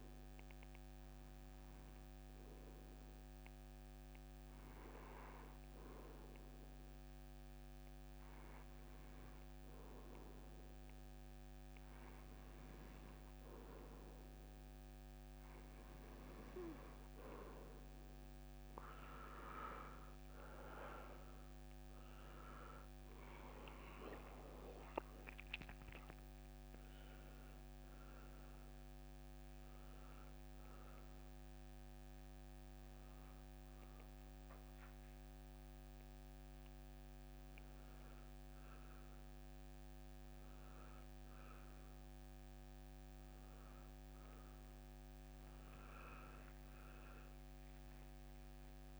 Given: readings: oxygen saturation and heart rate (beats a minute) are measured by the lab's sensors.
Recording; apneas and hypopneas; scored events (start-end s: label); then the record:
breathing in sleep by a microphone on the trachea; 2
2.00-13.00 s: hypopnea (oxygen 91% before, 88% lowest)
15.50-40.50 s: oxygen desaturation (device-marked, oxygen 94% before, 88% lowest)
20.00-25.50 s: arousal
29.00-39.50 s: hypopnea (oxygen 94% before, 88% lowest)
40.50-49.00 s: new sleep stage, N1 (lightest sleep)
From the record:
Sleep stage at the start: N2 (light sleep); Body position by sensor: on the back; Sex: male